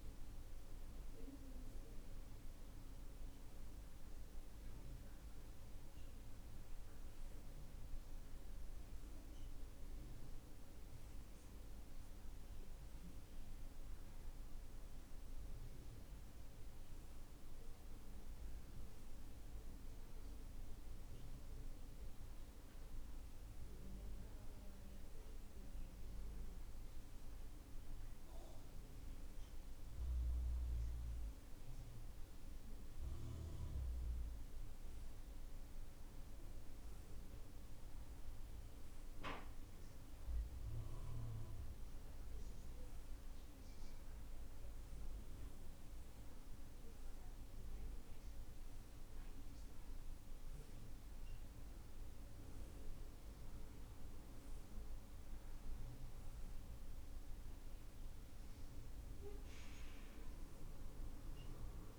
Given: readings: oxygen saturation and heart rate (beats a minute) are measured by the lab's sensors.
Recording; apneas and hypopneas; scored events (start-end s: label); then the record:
a person partly awake in a sleep study, hard to hear, by a room microphone; none
12.00-42.00 s: new sleep stage, N1 (lightest sleep)
42.00-61.99 s: new sleep stage, N2 (light sleep)
From the record:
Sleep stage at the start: awake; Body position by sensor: on the right side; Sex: male